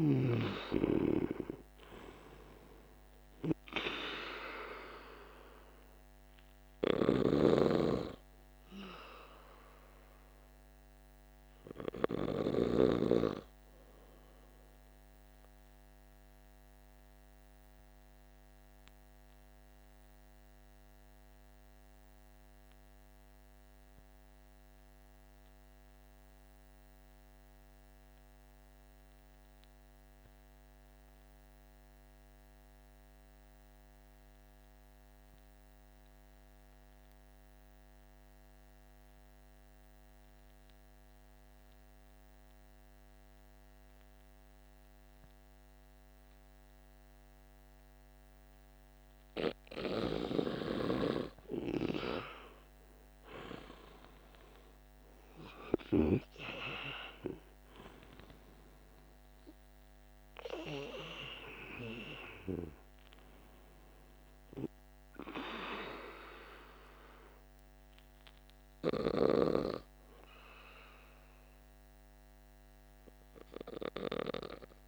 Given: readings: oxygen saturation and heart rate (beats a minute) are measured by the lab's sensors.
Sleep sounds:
breathing in sleep by a microphone on the trachea; 1
0.00-26.00 s: oxygen desaturation (device-marked, oxygen 71% lowest, heart rate 47 extreme)
6.50-12.50 s: snoring (device-marked)
15.00-48.50 s: obstructive apnea (oxygen 85% before, 71% lowest, heart rate 58 before, 47 extreme, up 13 after)
43.00-74.88 s: oxygen desaturation (device-marked, oxygen 98% before, 79% lowest, heart rate 48 before, 47 extreme)
50.50-56.00 s: arousal
From the record:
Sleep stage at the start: N2 (light sleep); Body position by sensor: on the back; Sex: male

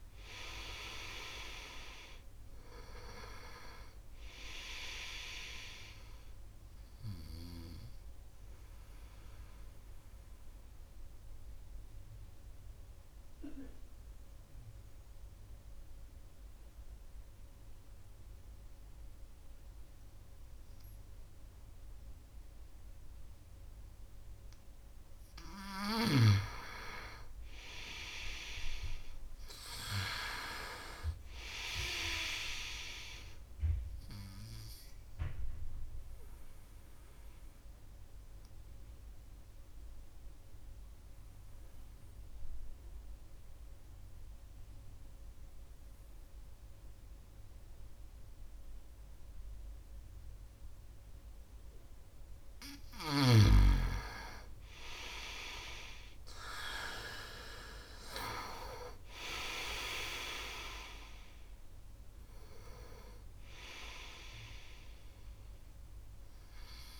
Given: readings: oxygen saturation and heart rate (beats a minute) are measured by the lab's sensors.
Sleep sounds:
breathing in sleep by a room microphone; 2
0.00-20.50 s: oxygen desaturation (device-marked, oxygen 89% lowest, heart rate 64 extreme)
9.50-24.50 s: obstructive apnea (oxygen 96% before, 89% lowest, heart rate 70 before, 65 extreme, up 4 after)
26.50-30.00 s: arousal
34.50-50.50 s: oxygen desaturation (device-marked, oxygen 98% before, 91% lowest, heart rate 69 before, 65 extreme)
37.00-51.00 s: obstructive apnea (oxygen 98% before, 88% lowest, heart rate 70 before, 65 extreme, up 4 after)
53.50-57.00 s: arousal
59.50-67.00 s: oxygen desaturation (device-marked, oxygen 97% before, 89% lowest, heart rate 71 before, 65 extreme)
From the record:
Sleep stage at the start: N2 (light sleep); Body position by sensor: on the right side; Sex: male

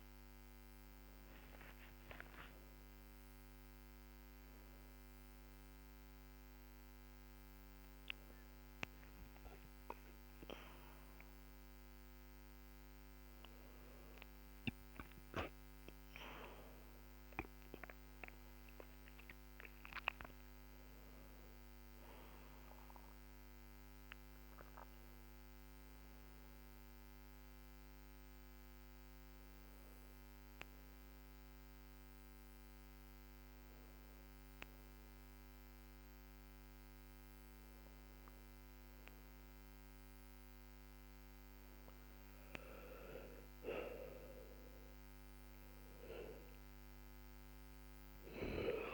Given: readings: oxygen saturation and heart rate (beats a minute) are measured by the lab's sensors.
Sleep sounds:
a person partly awake in a sleep study, by a microphone on the trachea; none
10.50-48.94 s: new sleep stage, N2 (light sleep)
43.50-47.50 s: arousal
From the record:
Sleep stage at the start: awake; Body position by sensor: on the back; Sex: female

